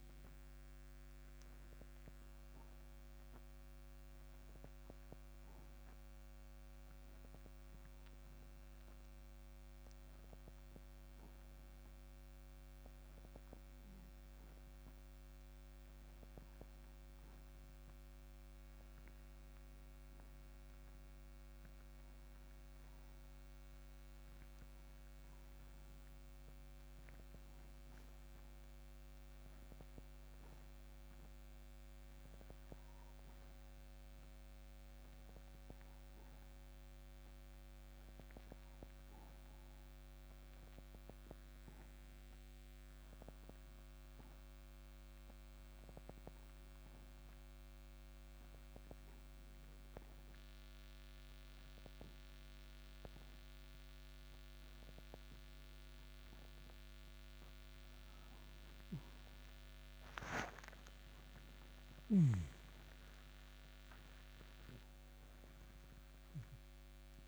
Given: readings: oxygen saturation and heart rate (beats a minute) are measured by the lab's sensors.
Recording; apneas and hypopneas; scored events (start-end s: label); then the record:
breathing in sleep by a microphone on the trachea; 2
3.50-18.50 s: obstructive apnea (oxygen 96% before, 91% lowest)
20.50-31.50 s: oxygen desaturation (device-marked, oxygen 96% before, 91% lowest)
21.50-25.50 s: arousal
36.00-58.00 s: obstructive apnea (oxygen 97% before, 90% lowest)
61.00-66.50 s: arousal
From the record:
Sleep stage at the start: N2 (light sleep); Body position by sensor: on the right side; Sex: male